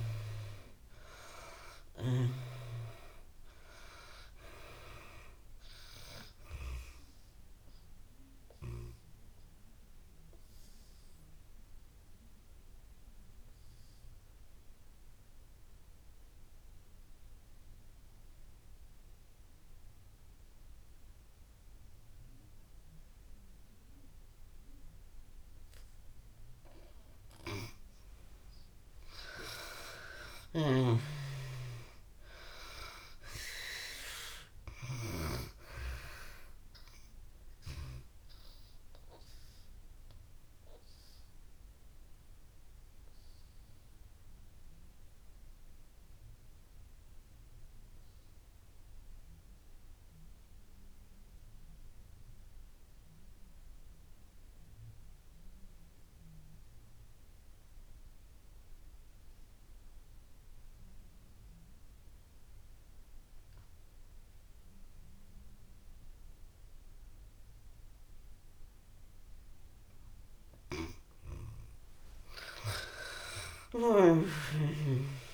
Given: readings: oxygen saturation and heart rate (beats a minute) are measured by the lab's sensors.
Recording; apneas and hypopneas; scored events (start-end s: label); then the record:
breathing in sleep by a room microphone; 2
0.00-2.00 s: arousal
0.00-24.50 s: oxygen desaturation (device-marked, oxygen 76% lowest)
9.00-27.50 s: obstructive apnea (oxygen 95% before, 73% lowest)
26.50-56.50 s: oxygen desaturation (device-marked, oxygen 96% before, 76% lowest)
30.00-33.00 s: arousal
37.50-71.00 s: obstructive apnea (oxygen 96% before, 68% lowest)
58.50-75.34 s: oxygen desaturation (device-marked, oxygen 97% before, 68% lowest)
72.50-75.34 s: arousal
From the record:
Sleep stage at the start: N2 (light sleep); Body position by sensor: on the back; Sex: female